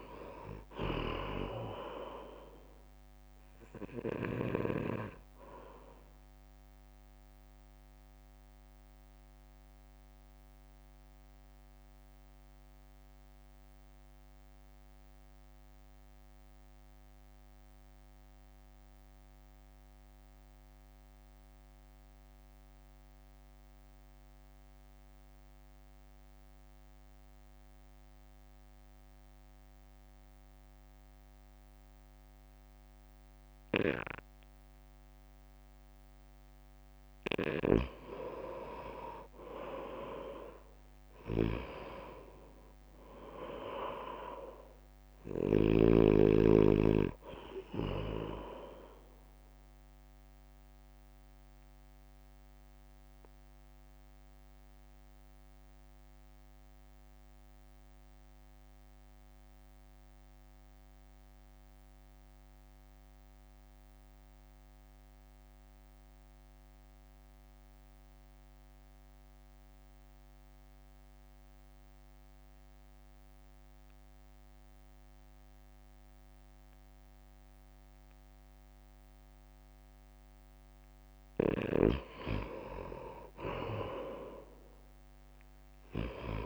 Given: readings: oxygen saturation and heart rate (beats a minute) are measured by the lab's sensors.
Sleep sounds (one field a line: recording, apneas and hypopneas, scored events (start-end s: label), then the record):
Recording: breathing in sleep by a microphone on the trachea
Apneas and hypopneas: 2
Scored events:
0.00-4.50 s: snoring (device-marked)
0.00-5.50 s: oxygen desaturation (device-marked, oxygen 91% lowest, heart rate 47 extreme)
0.00-10.50 s: drop in pulse transit time (device-marked, heart rate 47 extreme)
5.00-36.50 s: mixed apnea (oxygen 97% before, 88% lowest, heart rate 55 before, 48 extreme, up 3 after)
15.50-27.50 s: oxygen desaturation (device-marked, oxygen 92% before, 88% lowest, heart rate 52 before, 48 extreme)
37.50-46.00 s: snoring (device-marked)
39.50-54.50 s: drop in pulse transit time (device-marked, heart rate 61 before, 48 extreme)
42.00-45.50 s: arousal
51.50-80.00 s: mixed apnea (oxygen 98% before, 89% lowest, heart rate 56 before, 49 extreme, up 1 after)
65.50-73.50 s: oxygen desaturation (device-marked, oxygen 93% before, 90% lowest, heart rate 54 before, 52 extreme)
81.00-84.50 s: arousal
84.50-86.45 s: oxygen desaturation (device-marked, oxygen 98% before, 91% lowest, heart rate 60 before, 49 extreme)
From the record:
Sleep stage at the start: N2 (light sleep)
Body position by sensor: on the right side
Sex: male